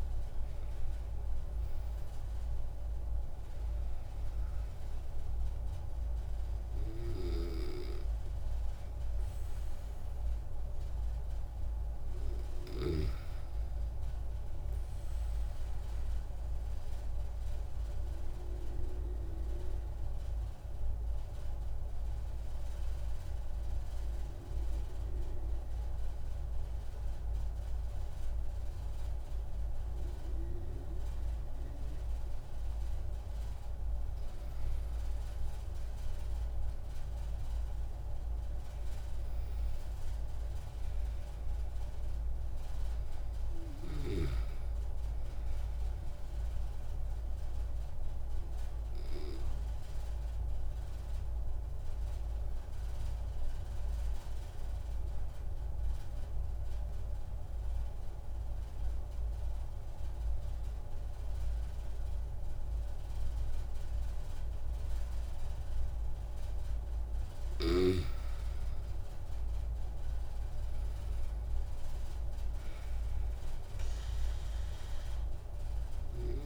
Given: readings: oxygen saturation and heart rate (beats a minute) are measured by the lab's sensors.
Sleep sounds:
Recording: breathing in sleep, hard to hear, by a room microphone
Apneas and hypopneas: 2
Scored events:
0.00-1.00 s: arousal
17.00-33.00 s: obstructive apnea (oxygen 97% before, 94% lowest)
35.50-38.00 s: arousal
47.50-66.00 s: obstructive apnea (oxygen 97% before, 94% lowest)
68.00-71.00 s: arousal
From the record:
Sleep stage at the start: N2 (light sleep)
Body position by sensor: on the back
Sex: male

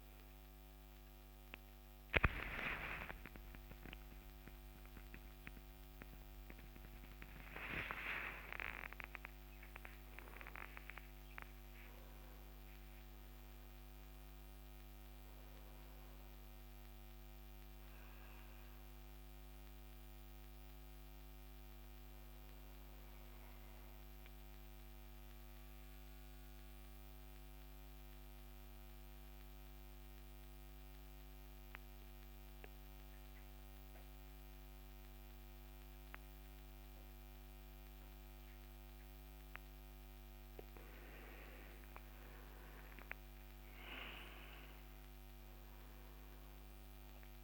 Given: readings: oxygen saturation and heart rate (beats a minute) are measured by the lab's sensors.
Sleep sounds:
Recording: breathing in sleep by a microphone on the trachea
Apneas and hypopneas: 1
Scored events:
3.00-8.50 s: arousal
24.00-47.44 s: new sleep stage, N2 (light sleep)
26.50-41.00 s: mixed apnea (oxygen 97% before, 93% lowest, heart rate 75 before, 65 extreme, up 5 after)
32.00-40.00 s: oxygen desaturation (device-marked, oxygen 97% before, 93% lowest, heart rate 75 before, 65 extreme)
43.50-47.00 s: arousal
From the record:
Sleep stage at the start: N1 (lightest sleep)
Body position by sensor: on the back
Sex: male

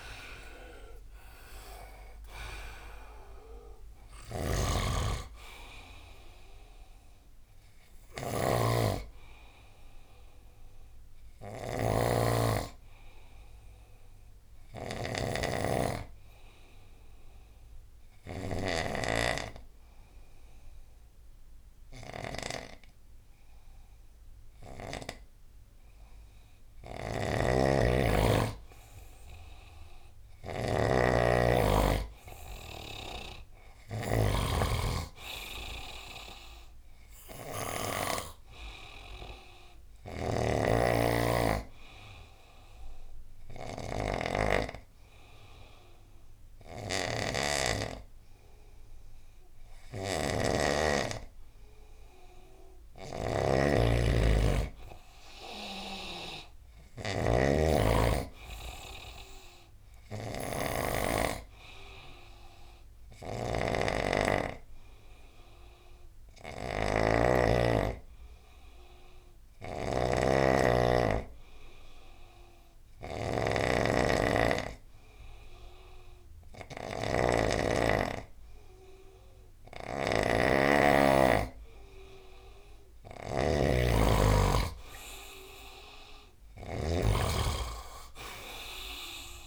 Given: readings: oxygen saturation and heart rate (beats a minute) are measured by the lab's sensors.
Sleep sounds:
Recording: breathing in sleep by a room microphone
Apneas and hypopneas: 3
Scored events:
0.00-4.50 s: arousal
0.00-11.50 s: oxygen desaturation (device-marked, oxygen 91% lowest, heart rate 73 extreme)
4.00-25.00 s: snoring (device-marked)
13.00-26.50 s: hypopnea (oxygen 96% before, 93% lowest, heart rate 80 before, 73 extreme, up 6 after)
27.00-37.50 s: snoring (device-marked)
29.50-33.00 s: arousal
38.50-50.50 s: hypopnea (oxygen 98% before, 92% lowest, heart rate 78 before, 71 extreme, up 6 after)
39.50-89.47 s: snoring (device-marked)
40.50-52.50 s: oxygen desaturation (device-marked, oxygen 96% before, 93% lowest, heart rate 79 before, 70 extreme)
52.00-55.50 s: arousal
66.50-82.00 s: hypopnea (oxygen 96% before, 92% lowest, heart rate 78 before, 70 extreme, up 16 after)
82.50-89.47 s: oxygen desaturation (device-marked, oxygen 96% before, 92% lowest, heart rate 74 before, 72 extreme)
84.50-87.50 s: arousal
From the record:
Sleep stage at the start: N2 (light sleep)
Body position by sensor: on the right side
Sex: male

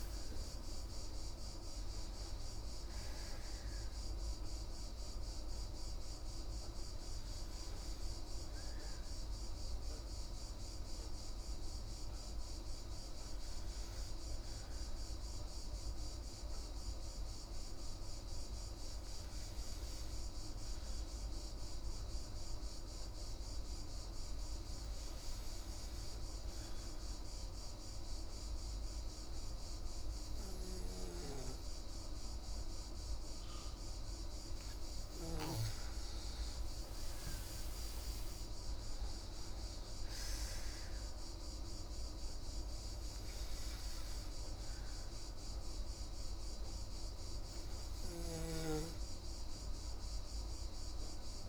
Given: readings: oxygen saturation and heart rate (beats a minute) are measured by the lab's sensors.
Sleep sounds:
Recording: breathing in sleep, hard to hear, by a room microphone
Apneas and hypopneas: 1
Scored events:
0.00-2.00 s: arousal
10.00-33.00 s: hypopnea (oxygen 96% before, 93% lowest, heart rate 64 before, 28 extreme, up 21 after)
36.50-40.50 s: arousal
39.50-51.49 s: oxygen desaturation (device-marked, oxygen 98% before, 93% lowest, heart rate 74 before, 28 extreme)
From the record:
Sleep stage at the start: N2 (light sleep)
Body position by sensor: on the back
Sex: female

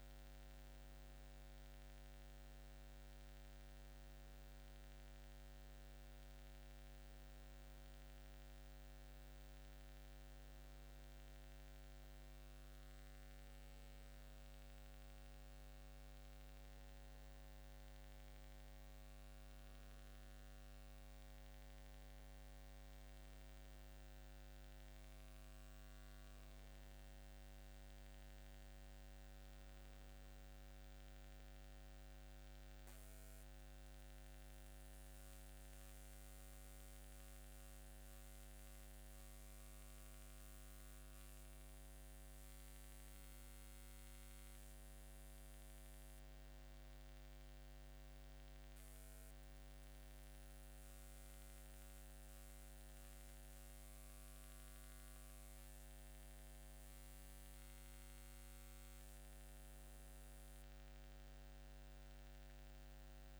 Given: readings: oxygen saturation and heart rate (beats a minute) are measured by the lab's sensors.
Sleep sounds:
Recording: breathing in sleep, hard to hear, by a microphone on the trachea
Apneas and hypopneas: none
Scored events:
27.50-63.39 s: new sleep stage, N2 (light sleep)
From the record:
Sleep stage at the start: N1 (lightest sleep)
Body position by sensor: upright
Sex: male

